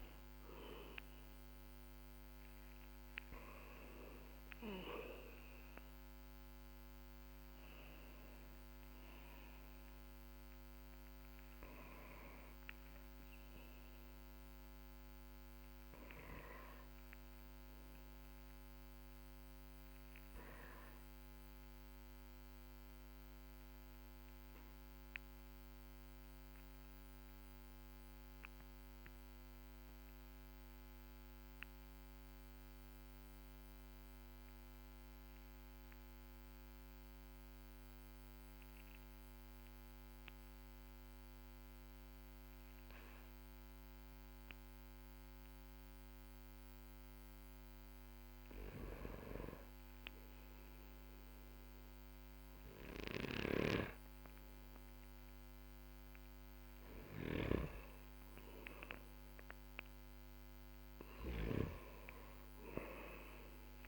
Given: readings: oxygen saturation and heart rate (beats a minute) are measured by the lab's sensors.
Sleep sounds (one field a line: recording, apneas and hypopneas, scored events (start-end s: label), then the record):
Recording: breathing in sleep by a microphone on the trachea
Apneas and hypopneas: 1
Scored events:
15.50-33.50 s: oxygen desaturation (device-marked, oxygen 96% before, 93% lowest, heart rate 50 before, 47 extreme)
22.50-45.50 s: obstructive apnea (oxygen 97% before, 93% lowest, heart rate 47 before, 47 extreme, up 6 after)
49.50-53.50 s: arousal
56.50-63.88 s: snoring (device-marked)
From the record:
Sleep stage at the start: N2 (light sleep)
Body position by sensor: on the back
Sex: male